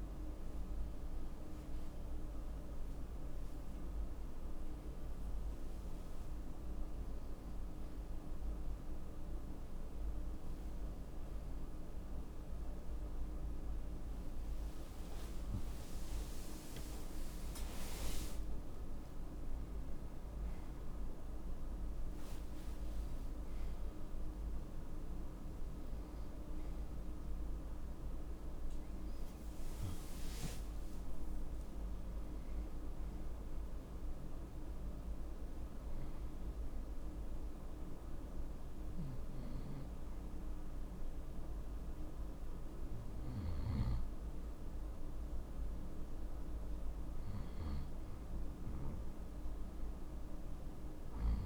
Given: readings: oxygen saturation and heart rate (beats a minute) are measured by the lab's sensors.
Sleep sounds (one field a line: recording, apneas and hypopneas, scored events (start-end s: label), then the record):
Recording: a person awake in a sleep study, hard to hear, by a room microphone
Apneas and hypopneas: none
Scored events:
35.50-51.46 s: new sleep stage, N1 (lightest sleep)
From the record:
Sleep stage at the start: awake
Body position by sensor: on the right side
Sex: male